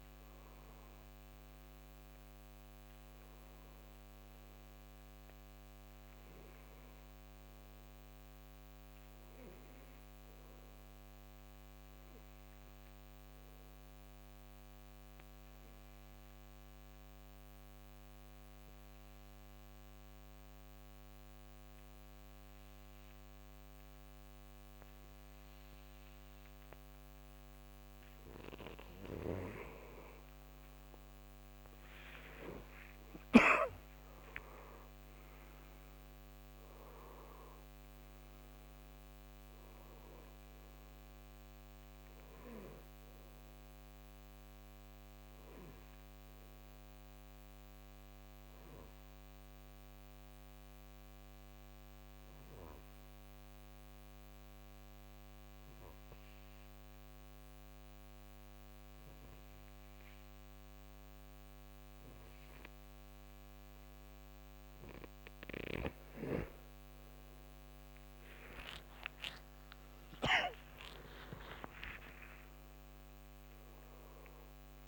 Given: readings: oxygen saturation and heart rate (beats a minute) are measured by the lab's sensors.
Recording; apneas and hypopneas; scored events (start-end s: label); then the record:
breathing in sleep by a microphone on the trachea; 2
11.50-28.00 s: obstructive apnea (oxygen 93% before, 86% lowest, heart rate 72 before, 61 extreme, up 21 after)
30.00-55.00 s: oxygen desaturation (device-marked, oxygen 95% before, 86% lowest, heart rate 66 before, 61 extreme)
31.50-37.00 s: arousal
47.00-66.00 s: obstructive apnea (oxygen 95% before, 86% lowest, heart rate 76 before, 61 extreme, up 28 after)
68.00-74.88 s: oxygen desaturation (device-marked, oxygen 97% before, 87% lowest, heart rate 66 before, 61 extreme)
68.50-74.00 s: arousal
From the record:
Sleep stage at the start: N2 (light sleep); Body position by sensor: on the right side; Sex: male